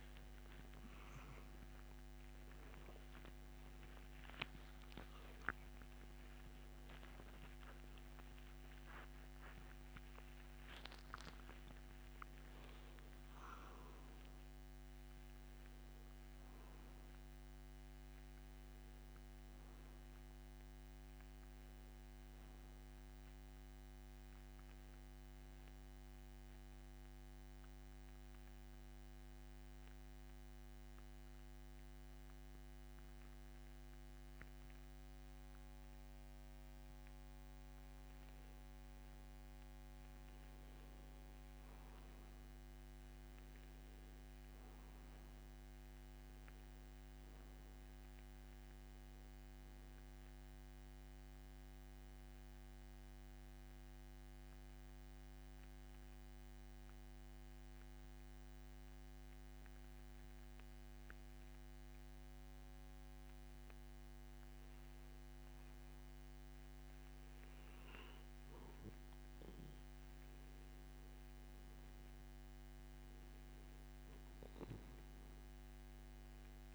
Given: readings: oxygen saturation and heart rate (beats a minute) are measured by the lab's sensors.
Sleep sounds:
breathing in sleep, hard to hear, by a microphone on the trachea; 2
0.00-5.00 s: arousal
29.50-39.50 s: obstructive apnea (oxygen 94% before, 92% lowest)
40.50-44.50 s: arousal
55.50-68.50 s: hypopnea (oxygen 95% before, 92% lowest)
71.00-75.00 s: arousal
From the record:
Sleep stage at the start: N2 (light sleep); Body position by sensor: on the back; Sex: male

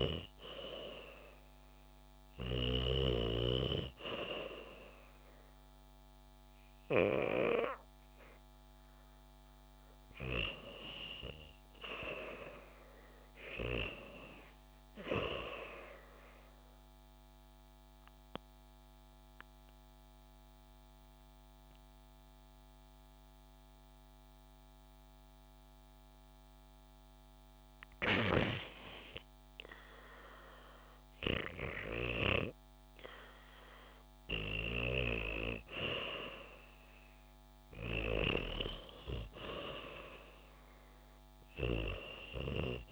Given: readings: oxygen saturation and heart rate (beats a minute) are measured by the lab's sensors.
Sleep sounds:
breathing in sleep by a microphone on the trachea; 1
0.00-5.50 s: oxygen desaturation (device-marked, oxygen 90% lowest, heart rate 65 extreme)
9.50-13.50 s: arousal
16.00-28.50 s: obstructive apnea (oxygen 95% before, 88% lowest, heart rate 76 before, 68 extreme, up 9 after)
37.00-42.50 s: arousal
From the record:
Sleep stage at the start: REM sleep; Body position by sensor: on the back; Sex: female

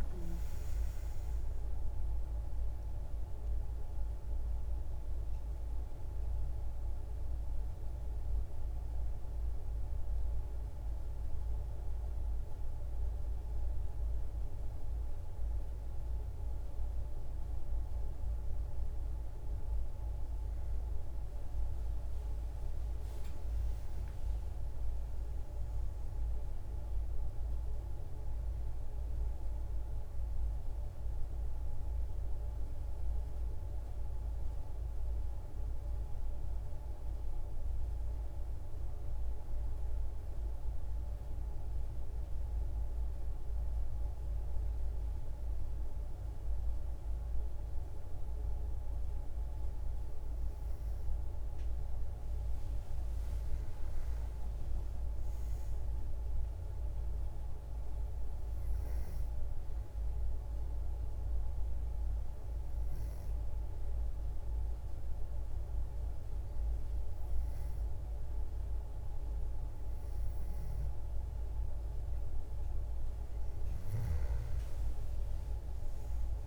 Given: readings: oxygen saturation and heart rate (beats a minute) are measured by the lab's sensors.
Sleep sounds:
breathing in sleep, hard to hear, by a room microphone; 2
24.50-28.50 s: arousal
39.50-51.50 s: hypopnea (oxygen 97% before, 92% lowest, heart rate 68 before, 52 extreme, up 39 after)
53.00-55.50 s: arousal
55.00-76.47 s: oxygen desaturation (device-marked, oxygen 97% before, 92% lowest, heart rate 61 before, 52 extreme)
58.00-71.50 s: hypopnea (oxygen 97% before, 91% lowest, heart rate 64 before, 52 extreme, up 35 after)
73.50-76.47 s: arousal
From the record:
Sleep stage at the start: N2 (light sleep); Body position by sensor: on the back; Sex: female

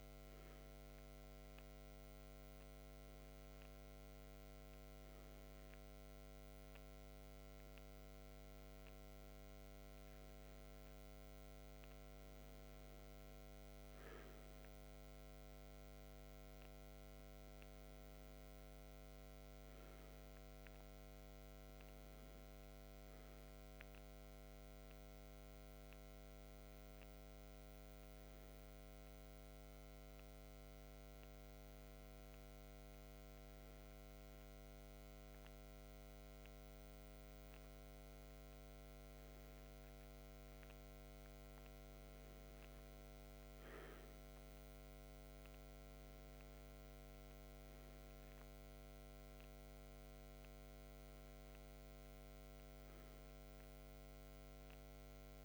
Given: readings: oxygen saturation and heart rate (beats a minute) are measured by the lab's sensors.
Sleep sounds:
breathing in sleep, hard to hear, by a microphone on the trachea; none
none scored
From the record:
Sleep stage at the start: N2 (light sleep); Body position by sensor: on the left side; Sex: male

